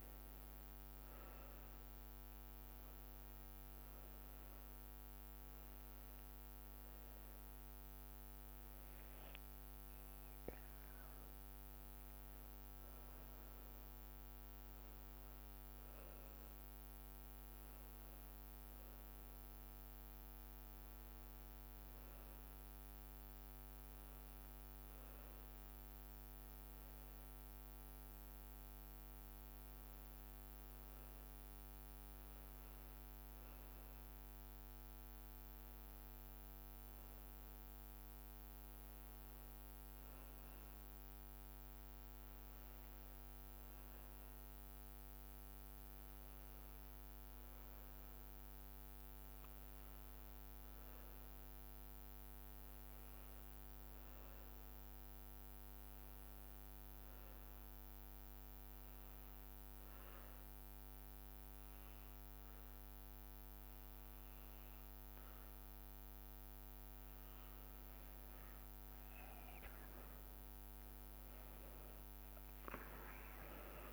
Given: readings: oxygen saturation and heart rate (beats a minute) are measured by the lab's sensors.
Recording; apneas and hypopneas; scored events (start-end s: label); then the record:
breathing in sleep, hard to hear, by a microphone on the trachea; 1
35.00-73.93 s: new sleep stage, N2 (light sleep)
57.50-68.50 s: obstructive apnea (oxygen 96% before, 93% lowest)
71.50-73.93 s: arousal
From the record:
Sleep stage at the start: N1 (lightest sleep); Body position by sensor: on the back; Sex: male